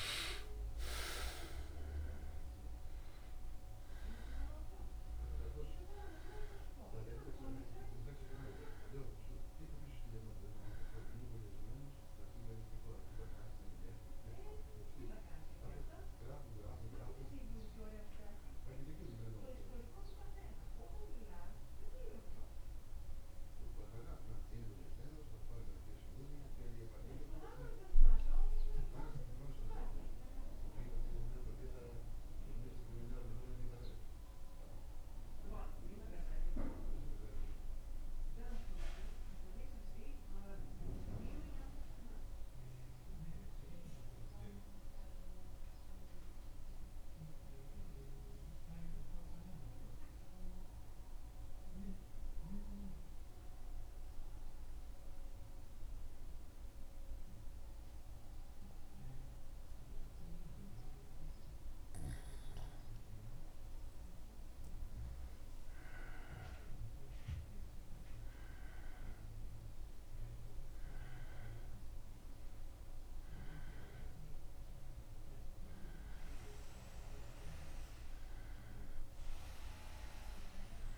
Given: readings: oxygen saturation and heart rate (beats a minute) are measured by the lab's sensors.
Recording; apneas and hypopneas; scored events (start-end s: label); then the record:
breathing in sleep by a room microphone; 1
19.50-23.00 s: arousal
25.00-60.50 s: mixed apnea (oxygen 96% before, 94% lowest, heart rate 77 before, 72 extreme, up 4 after)
29.00-80.98 s: new sleep stage, N2 (light sleep)
63.50-68.00 s: arousal
From the record:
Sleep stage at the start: N1 (lightest sleep); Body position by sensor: on the back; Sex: male